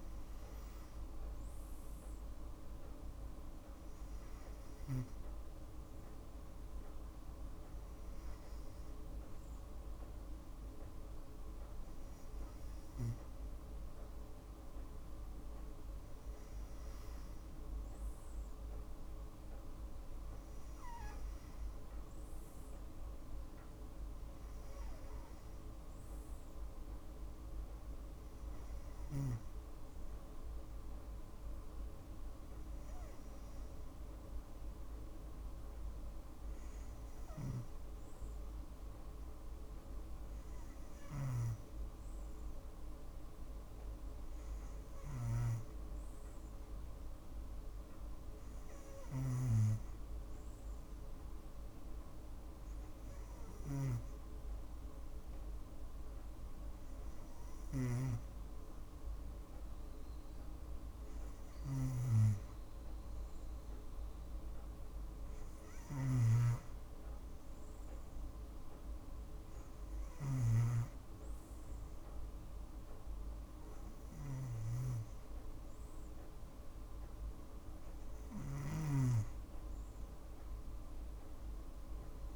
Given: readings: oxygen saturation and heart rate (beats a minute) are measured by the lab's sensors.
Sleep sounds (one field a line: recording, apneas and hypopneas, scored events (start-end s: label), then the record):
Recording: breathing in sleep by a room microphone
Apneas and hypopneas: none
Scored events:
none scored
From the record:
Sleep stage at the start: N2 (light sleep)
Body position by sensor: on the right side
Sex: female